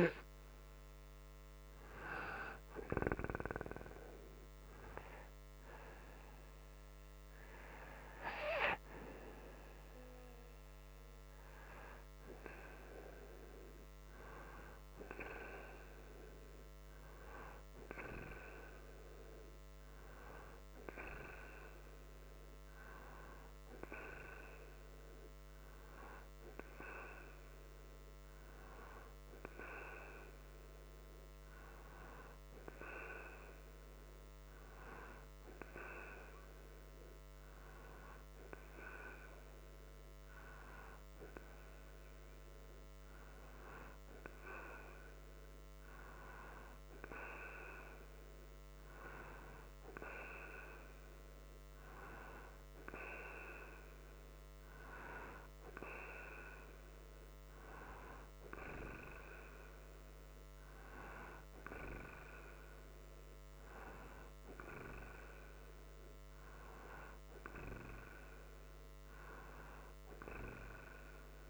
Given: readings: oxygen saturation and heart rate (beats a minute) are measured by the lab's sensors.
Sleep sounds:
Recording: breathing in sleep by a microphone on the trachea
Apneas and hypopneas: none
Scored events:
none scored
From the record:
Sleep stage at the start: N2 (light sleep)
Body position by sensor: upright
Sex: male

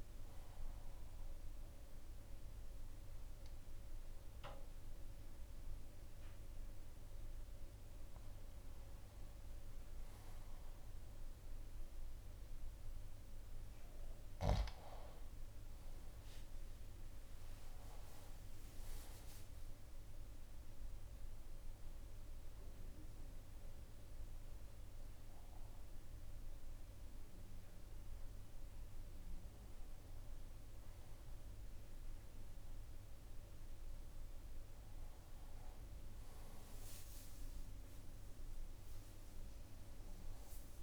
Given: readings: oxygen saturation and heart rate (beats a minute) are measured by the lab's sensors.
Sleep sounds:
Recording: breathing in sleep, hard to hear, by a room microphone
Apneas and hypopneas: none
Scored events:
4.50-26.50 s: oxygen desaturation (device-marked, oxygen 99% before, 92% lowest, heart rate 74 before, 61 extreme)
35.00-39.00 s: arousal
From the record:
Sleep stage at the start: N1 (lightest sleep)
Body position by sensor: on the left side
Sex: male

